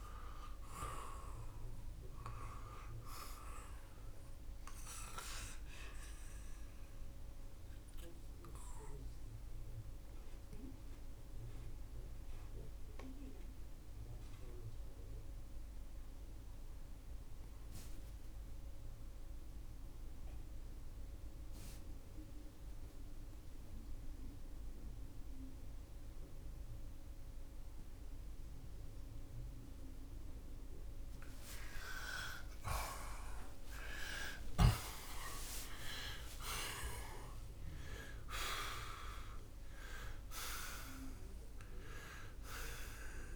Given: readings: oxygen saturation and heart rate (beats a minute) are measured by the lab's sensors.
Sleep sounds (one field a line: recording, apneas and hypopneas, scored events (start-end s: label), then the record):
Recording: breathing in sleep by a room microphone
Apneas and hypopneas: 1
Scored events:
0.00-4.50 s: arousal
14.00-36.00 s: oxygen desaturation (device-marked, oxygen 94% before, 84% lowest, heart rate 87 before, 73 extreme)
16.00-31.00 s: obstructive apnea (oxygen 94% before, 81% lowest, heart rate 87 before, 82 extreme)
32.50-39.00 s: arousal
From the record:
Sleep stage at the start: N2 (light sleep)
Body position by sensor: on the left side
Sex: male